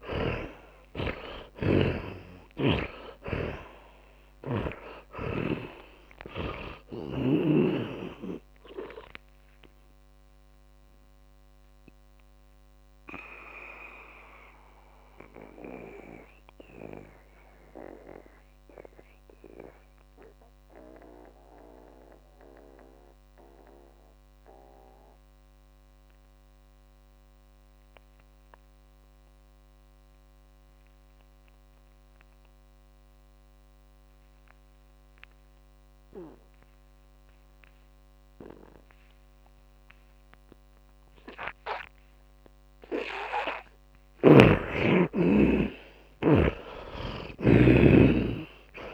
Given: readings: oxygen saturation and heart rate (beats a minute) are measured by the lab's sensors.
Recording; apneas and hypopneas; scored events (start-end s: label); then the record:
breathing in sleep by a microphone on the trachea; 1
0.00-5.00 s: snoring (device-marked)
0.00-25.00 s: oxygen desaturation (device-marked, oxygen 79% lowest)
5.50-9.50 s: arousal
12.50-40.50 s: mixed apnea (oxygen 100% before, 77% lowest)
36.00-48.94 s: oxygen desaturation (device-marked, oxygen 100% before, 77% lowest)
44.50-48.00 s: arousal
From the record:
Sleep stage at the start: N2 (light sleep); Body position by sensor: on the back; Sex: male